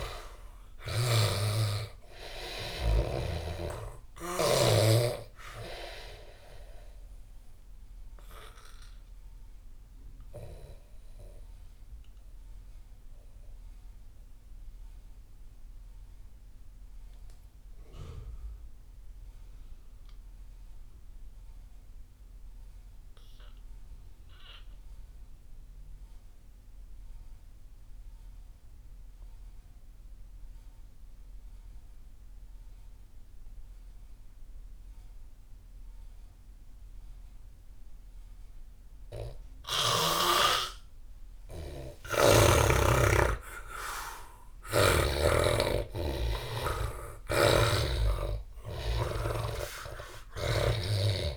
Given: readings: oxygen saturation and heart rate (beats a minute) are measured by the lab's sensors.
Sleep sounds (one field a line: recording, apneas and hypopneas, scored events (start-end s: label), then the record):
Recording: breathing in sleep by a room microphone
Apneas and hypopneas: 1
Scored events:
0.00-18.00 s: oxygen desaturation (device-marked, oxygen 98% before, 81% lowest)
10.00-42.50 s: mixed apnea (oxygen 97% before, 81% lowest)
36.00-51.37 s: oxygen desaturation (device-marked, oxygen 98% before, 82% lowest)
43.00-48.50 s: arousal
47.00-50.50 s: snoring (device-marked)
From the record:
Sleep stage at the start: N2 (light sleep)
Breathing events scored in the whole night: 519 in 6.8 hours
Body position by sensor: on the back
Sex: male